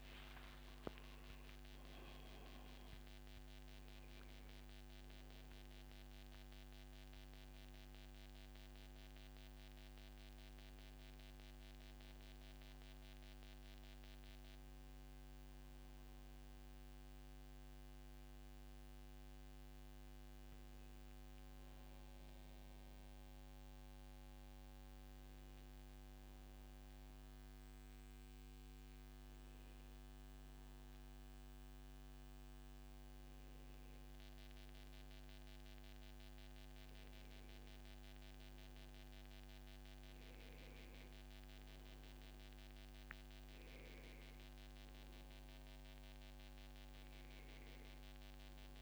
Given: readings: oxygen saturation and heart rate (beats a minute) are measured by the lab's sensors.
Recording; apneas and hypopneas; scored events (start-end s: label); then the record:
breathing in sleep, hard to hear, by a microphone on the trachea; none
0.00-2.00 s: arousal
30.00-48.82 s: new sleep stage, N2 (light sleep)
39.00-43.00 s: arousal
From the record:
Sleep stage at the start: N1 (lightest sleep); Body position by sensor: on the back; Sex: male